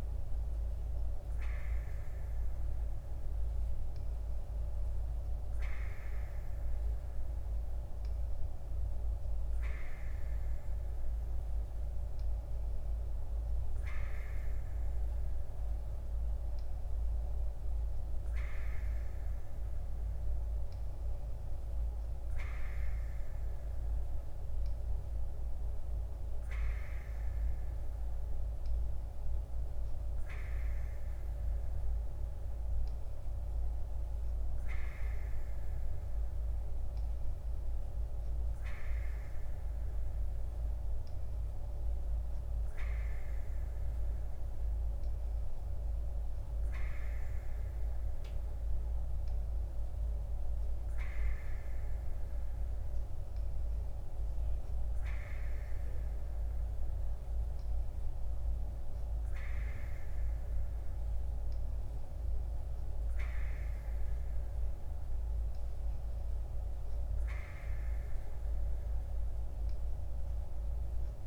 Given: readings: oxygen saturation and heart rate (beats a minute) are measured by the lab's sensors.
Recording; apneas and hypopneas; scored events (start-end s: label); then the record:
breathing in sleep, hard to hear, by a room microphone; none
none scored
From the record:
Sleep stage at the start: N2 (light sleep); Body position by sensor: on the right side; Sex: female